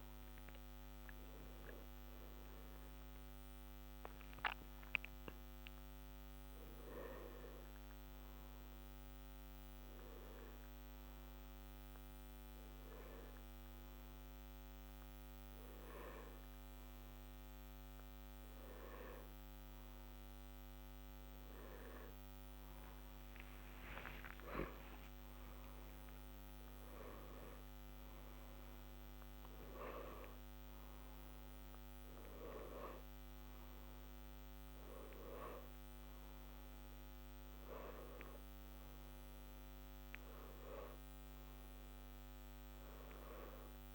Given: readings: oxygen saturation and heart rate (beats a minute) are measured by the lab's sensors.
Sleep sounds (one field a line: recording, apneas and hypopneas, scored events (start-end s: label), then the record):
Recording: a person awake in a sleep study, by a microphone on the trachea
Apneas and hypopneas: none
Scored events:
none scored
From the record:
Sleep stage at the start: awake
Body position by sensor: on the left side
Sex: male